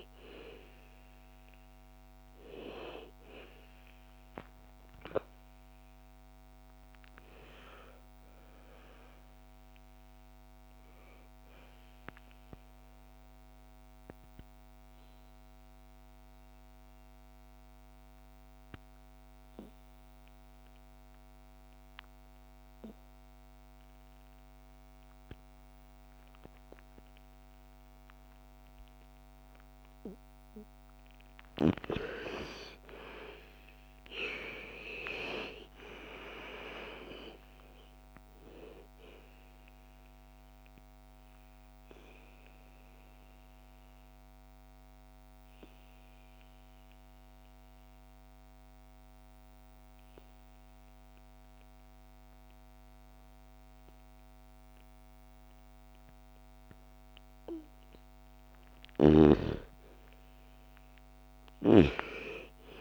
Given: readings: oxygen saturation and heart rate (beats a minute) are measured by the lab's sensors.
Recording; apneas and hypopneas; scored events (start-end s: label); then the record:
breathing in sleep by a microphone on the trachea; 2
0.00-9.50 s: oxygen desaturation (device-marked, oxygen 85% lowest, heart rate 57 extreme)
12.50-29.50 s: obstructive apnea (oxygen 99% before, 84% lowest, heart rate 67 before, 56 extreme, up 12 after)
31.50-58.50 s: oxygen desaturation (device-marked, oxygen 98% before, 84% lowest, heart rate 59 before, 56 extreme)
32.00-36.50 s: arousal
40.50-57.50 s: obstructive apnea (oxygen 99% before, 83% lowest, heart rate 62 before, 56 extreme, up 12 after)
58.50-62.81 s: snoring (device-marked)
59.00-62.81 s: arousal
60.50-62.81 s: oxygen desaturation (device-marked, oxygen 99% before, 89% lowest, heart rate 60 before, 56 extreme)
From the record:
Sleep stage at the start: N2 (light sleep); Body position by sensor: on the back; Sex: female